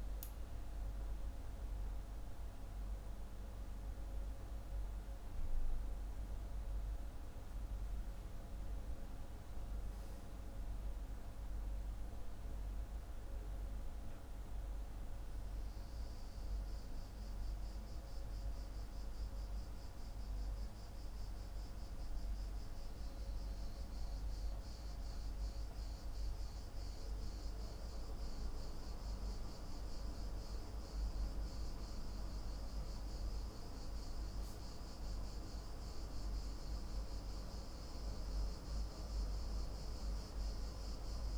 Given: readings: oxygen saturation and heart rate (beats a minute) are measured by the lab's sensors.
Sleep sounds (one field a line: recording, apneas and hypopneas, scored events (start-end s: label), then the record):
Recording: breathing in sleep, hard to hear, by a room microphone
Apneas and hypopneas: none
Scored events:
none scored
From the record:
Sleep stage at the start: N2 (light sleep)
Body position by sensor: on the back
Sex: male